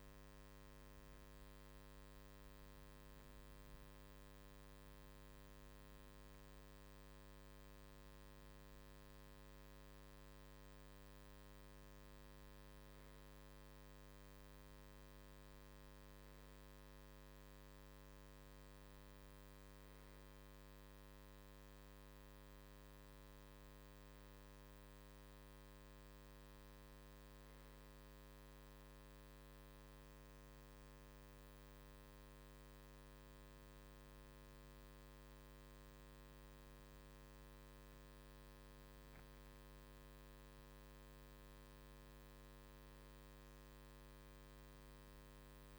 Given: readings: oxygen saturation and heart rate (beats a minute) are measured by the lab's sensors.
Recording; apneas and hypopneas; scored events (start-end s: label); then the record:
breathing in sleep, hard to hear, by a microphone on the trachea; none
none scored
From the record:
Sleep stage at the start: REM sleep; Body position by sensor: on the right side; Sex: male